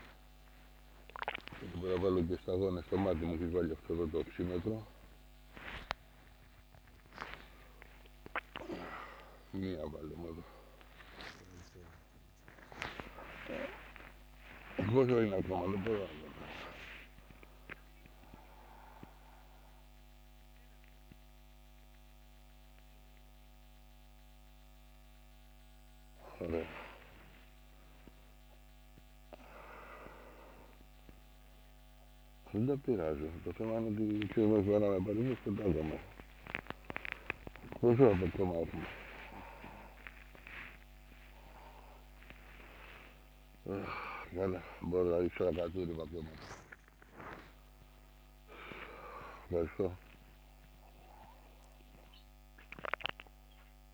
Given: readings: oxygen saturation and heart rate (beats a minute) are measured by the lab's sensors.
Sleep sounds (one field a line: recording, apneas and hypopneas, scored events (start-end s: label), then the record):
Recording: a person awake in a sleep study, by a microphone on the trachea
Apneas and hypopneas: none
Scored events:
43.50-53.94 s: new sleep stage, N1 (lightest sleep)
From the record:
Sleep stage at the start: awake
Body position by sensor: on the back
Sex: male